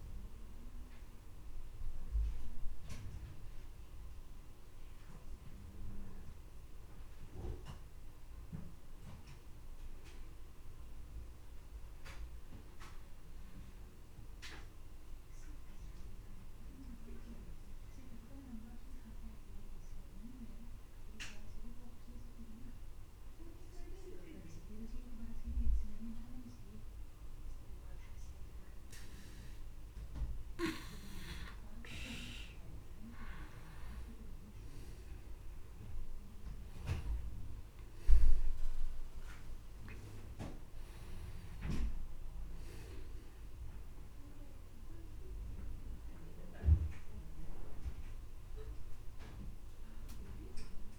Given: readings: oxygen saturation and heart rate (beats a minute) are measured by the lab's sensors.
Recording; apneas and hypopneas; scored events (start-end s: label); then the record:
breathing in sleep by a room microphone; 1
0.00-2.00 s: oxygen desaturation (device-marked, oxygen 92% lowest)
3.00-6.50 s: arousal
10.50-29.50 s: obstructive apnea (oxygen 99% before, 94% lowest)
31.00-35.50 s: arousal
38.00-50.99 s: oxygen desaturation (device-marked, oxygen 98% before, 94% lowest)
From the record:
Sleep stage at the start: N2 (light sleep); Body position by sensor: on the back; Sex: male